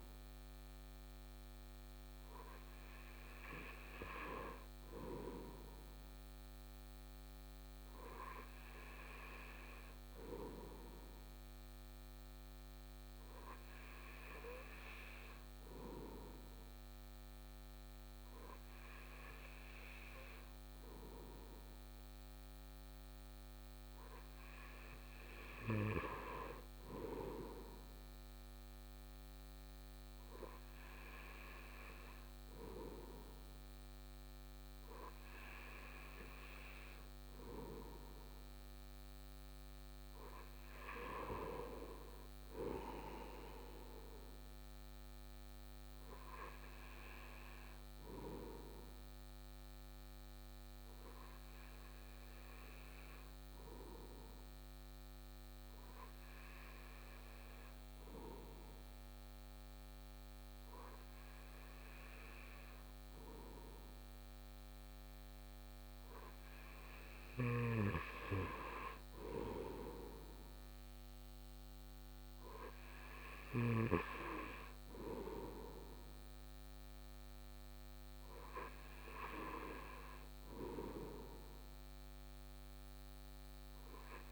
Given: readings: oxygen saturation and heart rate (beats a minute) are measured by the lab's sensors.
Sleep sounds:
breathing in sleep by a microphone on the trachea; none
67.00-73.50 s: snoring (device-marked)
From the record:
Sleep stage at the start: N2 (light sleep); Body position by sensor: on the right side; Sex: male

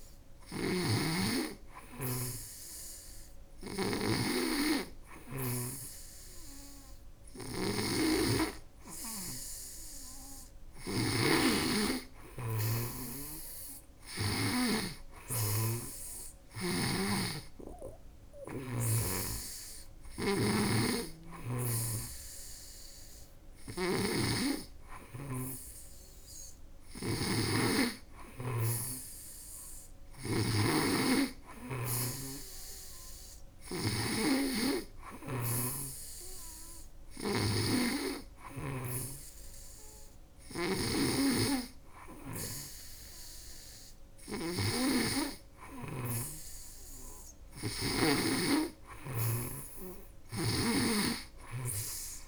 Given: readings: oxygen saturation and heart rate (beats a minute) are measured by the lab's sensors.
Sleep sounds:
breathing in sleep by a room microphone; none
0.00-14.00 s: snoring (device-marked)
16.00-47.50 s: snoring (device-marked)
From the record:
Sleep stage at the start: N2 (light sleep); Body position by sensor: on the back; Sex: female

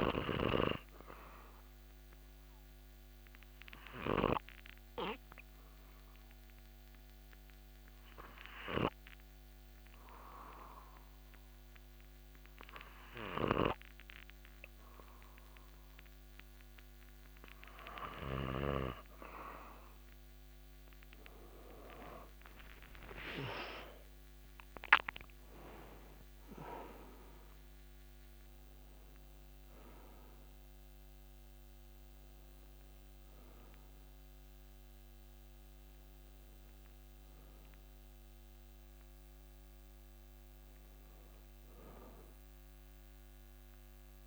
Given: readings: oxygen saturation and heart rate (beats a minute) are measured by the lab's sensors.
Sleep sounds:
breathing in sleep by a microphone on the trachea; 1
2.00-18.50 s: obstructive apnea (oxygen 98% before, 94% lowest)
22.00-26.50 s: arousal
From the record:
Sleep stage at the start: N2 (light sleep); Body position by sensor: on the back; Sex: male

